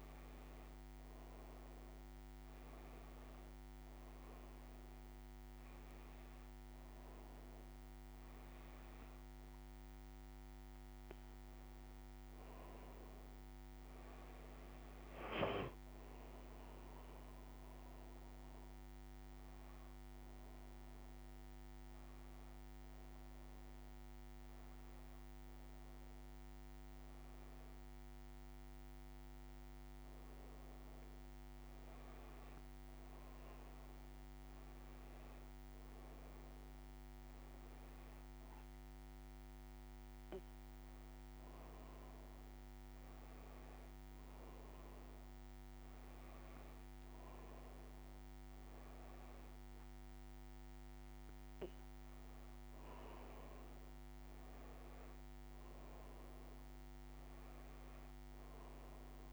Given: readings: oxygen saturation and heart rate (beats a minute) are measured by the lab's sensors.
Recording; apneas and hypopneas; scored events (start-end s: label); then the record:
breathing in sleep, hard to hear, by a microphone on the trachea; none
none scored
From the record:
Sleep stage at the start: N2 (light sleep); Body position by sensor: on the back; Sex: female